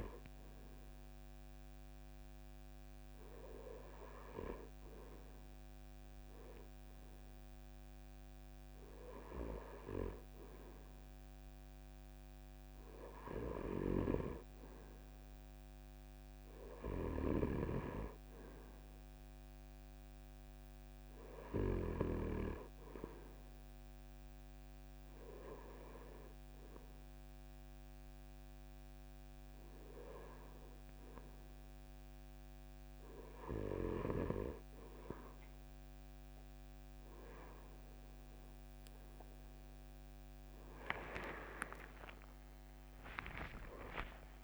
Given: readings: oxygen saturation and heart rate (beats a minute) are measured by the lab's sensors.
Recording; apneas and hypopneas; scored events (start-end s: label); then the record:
breathing in sleep by a microphone on the trachea; none
41.50-43.50 s: long interval between heartbeats (device-marked)
From the record:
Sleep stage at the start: REM sleep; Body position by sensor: on the front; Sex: male